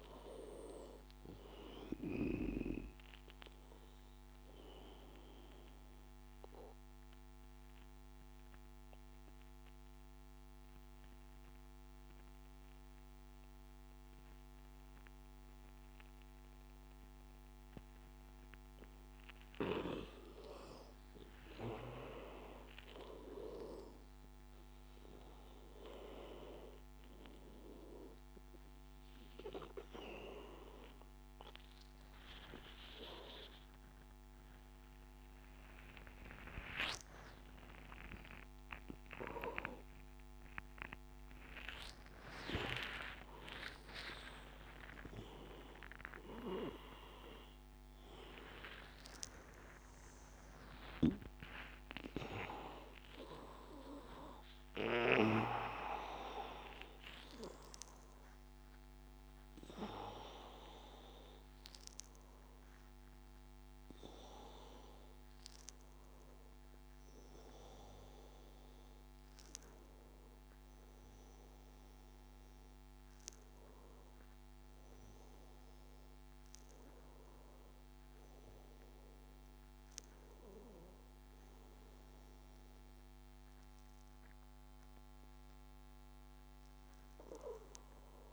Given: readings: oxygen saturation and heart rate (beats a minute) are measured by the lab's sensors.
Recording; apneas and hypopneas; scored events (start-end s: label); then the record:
a person partly awake in a sleep study, by a microphone on the trachea; 1
5.00-19.50 s: obstructive apnea (oxygen 97% before, 91% lowest, heart rate 87 before, 83 extreme, up 6 after)
21.50-53.50 s: oxygen desaturation (device-marked, oxygen 97% before, 91% lowest, heart rate 86 before, 88 extreme)
33.50-63.50 s: new sleep stage, awake
36.00-38.00 s: long interval between heartbeats (device-marked, heart rate 88 before, 99 extreme)
44.50-46.50 s: long interval between heartbeats (device-marked, heart rate 95 before, 129 extreme)
63.50-88.33 s: new sleep stage, N1 (lightest sleep)
85.50-88.33 s: oxygen desaturation (device-marked, oxygen 97% before, 93% lowest, heart rate 96 before, 83 extreme)
From the record:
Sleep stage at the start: N2 (light sleep); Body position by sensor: on the back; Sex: male